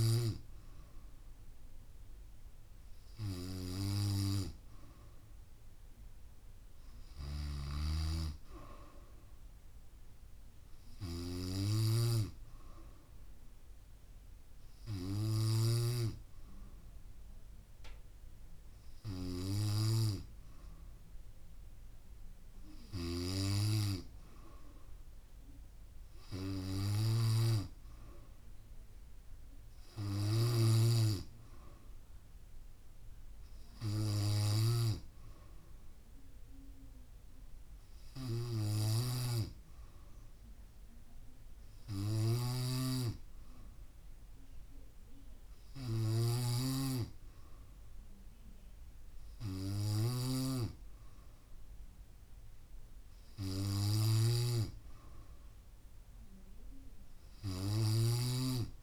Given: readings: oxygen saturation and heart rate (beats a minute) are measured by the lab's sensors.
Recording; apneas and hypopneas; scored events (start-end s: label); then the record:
breathing in sleep by a room microphone; none
27.00-31.00 s: snoring (device-marked)
39.00-58.83 s: snoring (device-marked)
From the record:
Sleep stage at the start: N3 (deep sleep); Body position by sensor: on the back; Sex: female